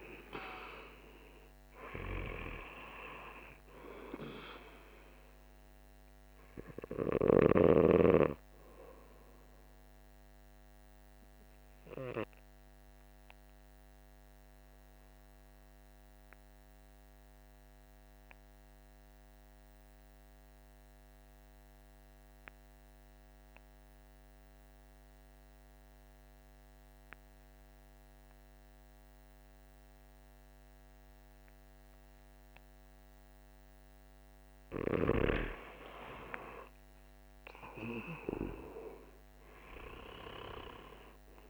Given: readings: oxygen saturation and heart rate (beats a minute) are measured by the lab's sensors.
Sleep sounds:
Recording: breathing in sleep by a microphone on the trachea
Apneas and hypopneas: 1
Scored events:
0.00-24.50 s: oxygen desaturation (device-marked, oxygen 84% lowest, heart rate 48 extreme)
13.00-34.00 s: mixed apnea (oxygen 98% before, 84% lowest, heart rate 60 before, 48 extreme, up 12 after)
35.50-41.50 s: oxygen desaturation (device-marked, oxygen 99% before, 87% lowest, heart rate 50 before, 49 extreme)
36.50-41.00 s: arousal
From the record:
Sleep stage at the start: N2 (light sleep)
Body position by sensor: on the back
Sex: male

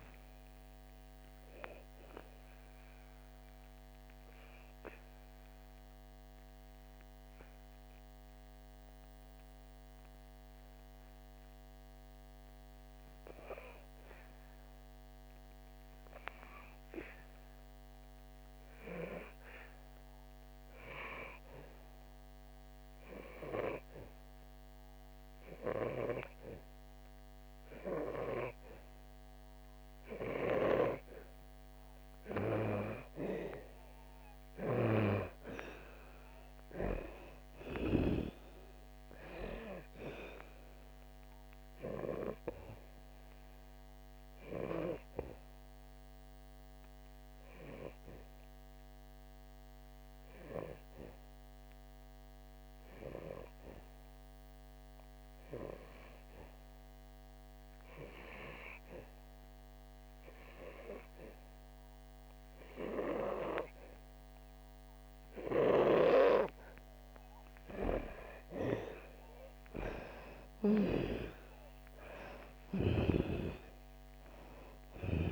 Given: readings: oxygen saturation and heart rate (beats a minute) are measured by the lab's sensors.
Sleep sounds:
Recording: breathing in sleep by a microphone on the trachea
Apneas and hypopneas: 2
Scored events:
0.00-22.00 s: oxygen desaturation (device-marked, oxygen 90% lowest, heart rate 59 extreme)
18.00-32.50 s: obstructive apnea (oxygen 97% before, 88% lowest, heart rate 65 before, 60 extreme, up 4 after)
30.00-61.00 s: oxygen desaturation (device-marked, oxygen 98% before, 90% lowest, heart rate 64 before, 60 extreme)
34.50-38.00 s: arousal
41.00-67.00 s: obstructive apnea (oxygen 98% before, 88% lowest, heart rate 68 before, 59 extreme, up 8 after)
66.00-75.32 s: oxygen desaturation (device-marked, oxygen 97% before, 88% lowest, heart rate 64 before, 59 extreme)
70.50-75.00 s: arousal
From the record:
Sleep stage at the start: N2 (light sleep)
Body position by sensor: on the back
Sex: female

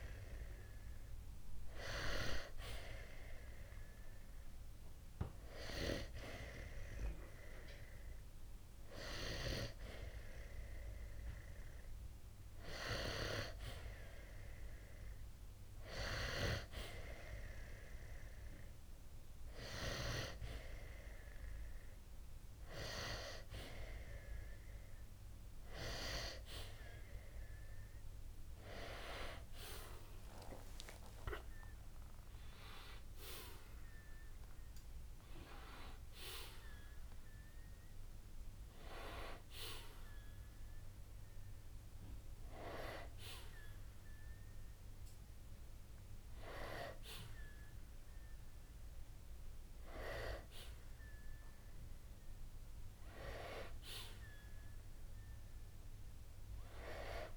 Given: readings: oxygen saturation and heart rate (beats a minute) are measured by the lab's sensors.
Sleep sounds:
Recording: breathing in sleep by a room microphone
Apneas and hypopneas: none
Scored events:
28.00-32.50 s: arousal
From the record:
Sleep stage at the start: N2 (light sleep)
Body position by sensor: on the back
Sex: male

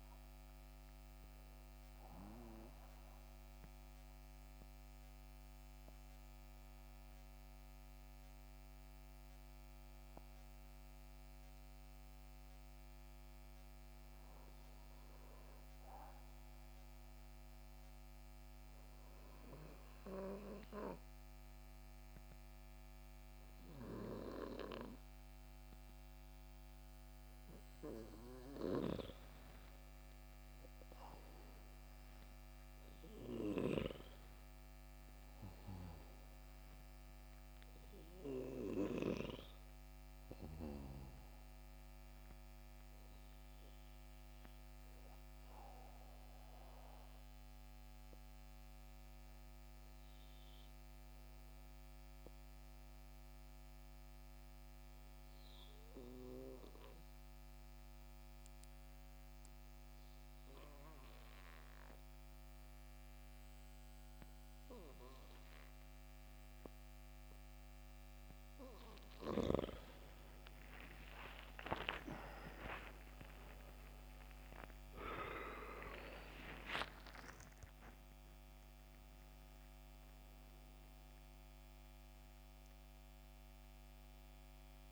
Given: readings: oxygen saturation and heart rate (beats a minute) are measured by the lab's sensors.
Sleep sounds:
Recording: breathing in sleep by a microphone on the trachea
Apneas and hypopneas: 2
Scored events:
0.50-18.50 s: oxygen desaturation (device-marked, oxygen 90% before, 84% lowest, heart rate 73 before, 61 extreme)
2.00-28.50 s: mixed apnea (oxygen 93% before, 84% lowest, heart rate 73 before, 61 extreme, up 14 after)
29.50-33.50 s: arousal
34.50-63.50 s: oxygen desaturation (device-marked, oxygen 93% before, 85% lowest, heart rate 65 before, 63 extreme)
44.50-67.50 s: obstructive apnea (oxygen 95% before, 80% lowest, heart rate 72 before, 63 extreme, up 16 after)
70.00-75.00 s: arousal
76.50-84.92 s: oxygen desaturation (device-marked, oxygen 93% before, 80% lowest, heart rate 67 before, 68 extreme)
From the record:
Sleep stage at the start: N2 (light sleep)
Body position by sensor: on the back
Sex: male

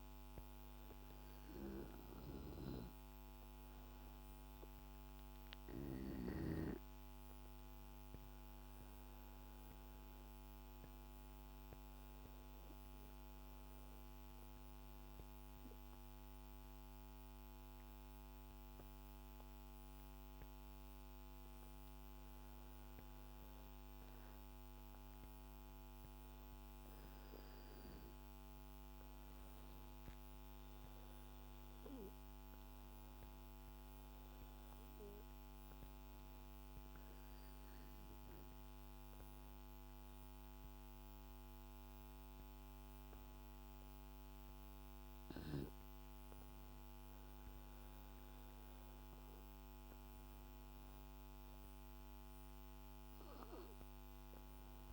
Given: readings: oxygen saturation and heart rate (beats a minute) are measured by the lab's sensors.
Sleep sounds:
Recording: breathing in sleep by a microphone on the trachea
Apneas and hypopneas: none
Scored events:
none scored
From the record:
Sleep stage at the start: N2 (light sleep)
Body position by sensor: on the back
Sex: female

